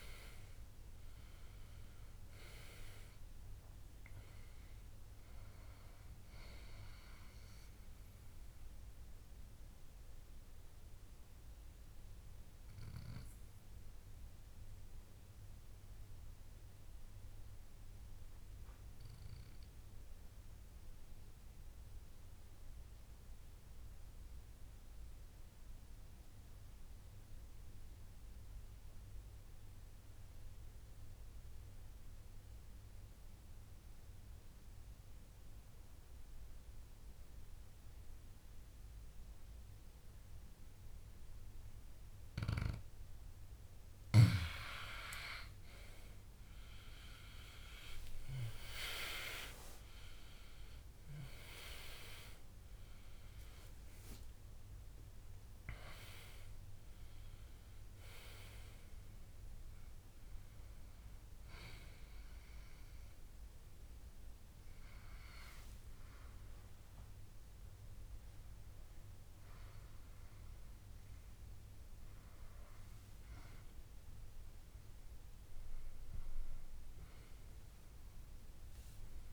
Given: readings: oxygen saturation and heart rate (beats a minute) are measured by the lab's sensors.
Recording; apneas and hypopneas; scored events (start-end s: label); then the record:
breathing in sleep by a room microphone; 1
0.00-21.50 s: oxygen desaturation (device-marked, oxygen 88% lowest, heart rate 58 extreme)
9.00-42.00 s: obstructive apnea (oxygen 98% before, 88% lowest, heart rate 71 before, 58 extreme, up 18 after)
41.50-77.50 s: oxygen desaturation (device-marked, oxygen 98% before, 89% lowest, heart rate 61 before, 64 extreme)
43.50-47.00 s: arousal
54.50-79.33 s: new sleep stage, N1 (lightest sleep)
From the record:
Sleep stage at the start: N2 (light sleep); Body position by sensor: on the back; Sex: male